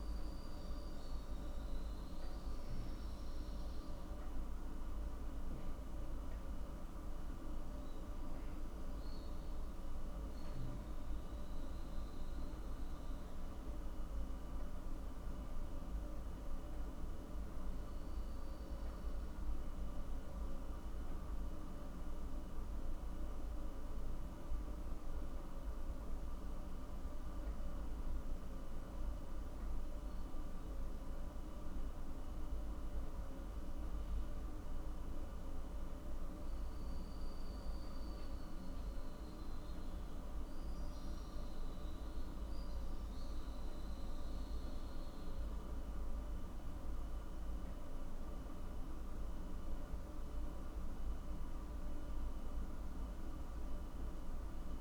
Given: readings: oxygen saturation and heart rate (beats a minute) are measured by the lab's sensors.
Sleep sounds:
breathing in sleep, hard to hear, by a room microphone; none
none scored
From the record:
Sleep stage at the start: N1 (lightest sleep); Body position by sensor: on the back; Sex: male

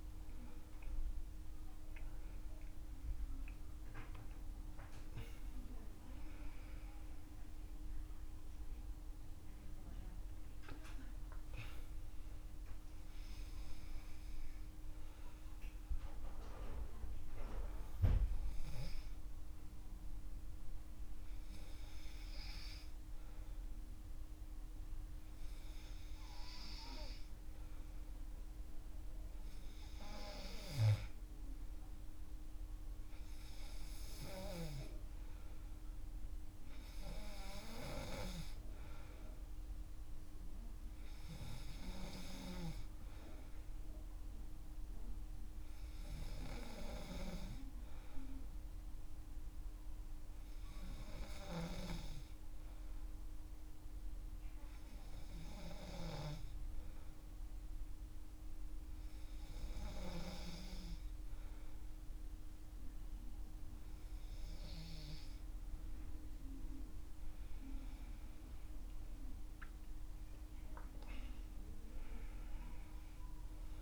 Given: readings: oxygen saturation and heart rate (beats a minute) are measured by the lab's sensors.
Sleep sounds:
breathing in sleep by a room microphone; none
5.50-10.50 s: arousal
66.00-70.00 s: arousal
From the record:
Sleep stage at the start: N2 (light sleep); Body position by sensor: on the back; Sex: male

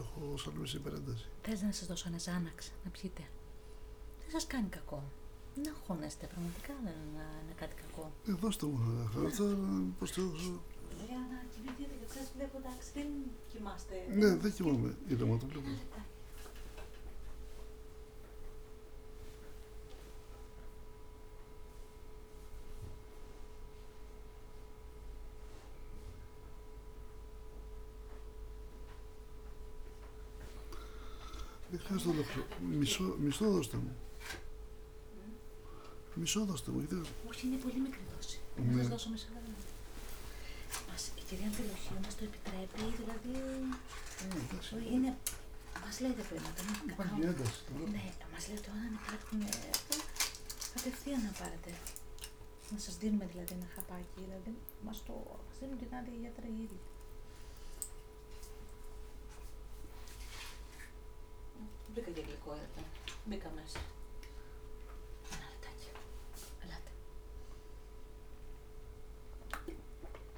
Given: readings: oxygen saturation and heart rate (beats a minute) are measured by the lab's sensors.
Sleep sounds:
a person awake in a sleep study, by a room microphone; none
30.50-32.00 s: leg movement (device-marked)
37.00-39.00 s: long interval between heartbeats (device-marked, heart rate 65 before, 82 extreme)
37.50-45.00 s: leg movement (device-marked)
40.50-42.50 s: bradycardia (device-marked, heart rate 63 before, 81 extreme)
41.50-43.50 s: long interval between heartbeats (device-marked, heart rate 69 before, 83 extreme)
45.50-47.50 s: long interval between heartbeats (device-marked, heart rate 70 before, 77 extreme)
From the record:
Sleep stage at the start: awake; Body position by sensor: on the back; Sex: male

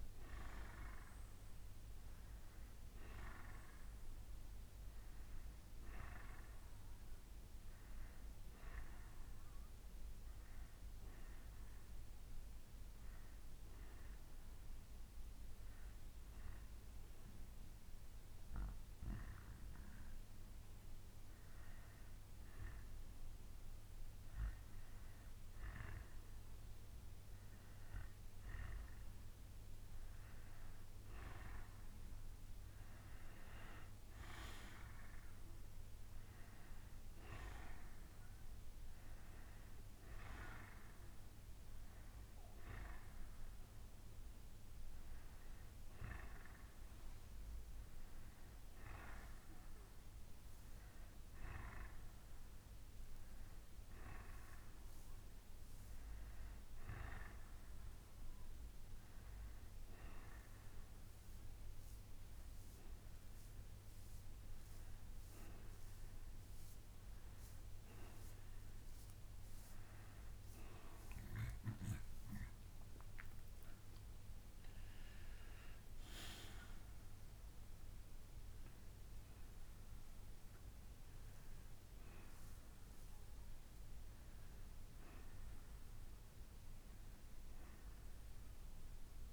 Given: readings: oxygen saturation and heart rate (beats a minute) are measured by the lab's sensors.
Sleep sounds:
breathing in sleep by a room microphone; 2
9.50-23.50 s: hypopnea (oxygen 94% before, 90% lowest, heart rate 65 before, 58 extreme, up 5 after)
26.00-30.50 s: arousal
29.50-53.50 s: oxygen desaturation (device-marked, oxygen 95% before, 90% lowest, heart rate 66 before, 48 extreme)
32.50-71.50 s: bradycardia (device-marked, heart rate 65 before, 48 extreme)
57.00-67.50 s: hypopnea (oxygen 94% before, 90% lowest, heart rate 58 before, 48 extreme, up 5 after)
70.00-74.00 s: arousal
From the record:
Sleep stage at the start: N2 (light sleep); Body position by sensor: on the back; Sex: male

